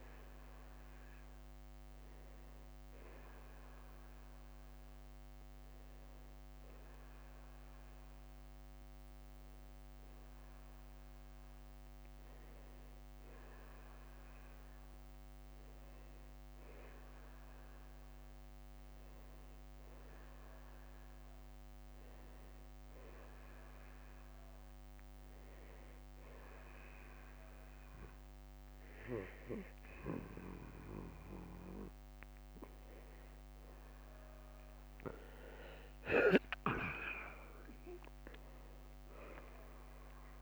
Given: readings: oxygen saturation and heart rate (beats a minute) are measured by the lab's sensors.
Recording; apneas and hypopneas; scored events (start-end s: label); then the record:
breathing in sleep by a microphone on the trachea; none
11.50-13.50 s: long interval between heartbeats (device-marked, heart rate 61 before, 54 extreme)
36.50-40.41 s: arousal
From the record:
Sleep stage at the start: N2 (light sleep); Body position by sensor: on the back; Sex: male